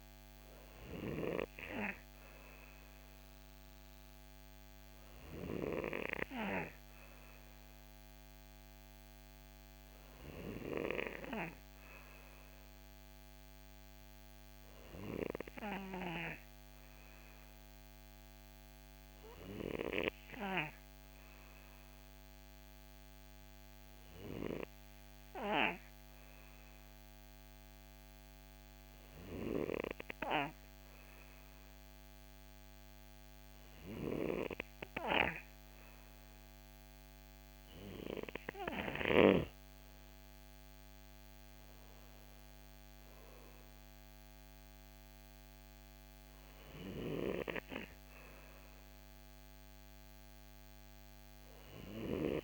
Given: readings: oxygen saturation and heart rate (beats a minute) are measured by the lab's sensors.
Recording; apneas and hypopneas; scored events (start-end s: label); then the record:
breathing in sleep by a microphone on the trachea; 1
9.50-13.50 s: arousal
16.00-36.00 s: hypopnea (oxygen 94% before, 91% lowest, heart rate 64 before, 57 extreme, up 11 after)
19.50-52.44 s: new sleep stage, N2 (light sleep)
34.50-52.44 s: oxygen desaturation (device-marked, oxygen 94% before, 91% lowest, heart rate 65 before, 57 extreme)
39.50-43.00 s: arousal
From the record:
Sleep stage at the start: N3 (deep sleep); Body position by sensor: on the right side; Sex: male